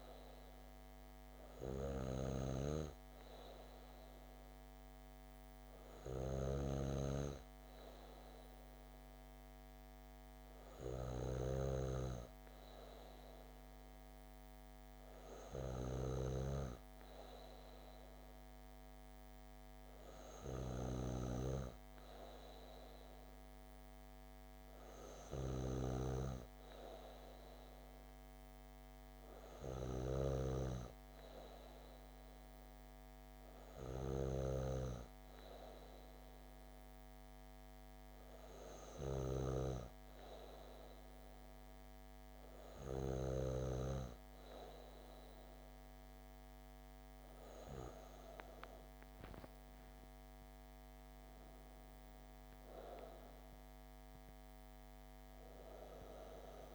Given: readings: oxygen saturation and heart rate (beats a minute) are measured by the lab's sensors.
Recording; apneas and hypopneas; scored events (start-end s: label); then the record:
breathing in sleep by a microphone on the trachea; none
none scored
From the record:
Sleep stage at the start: N2 (light sleep); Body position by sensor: on the back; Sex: female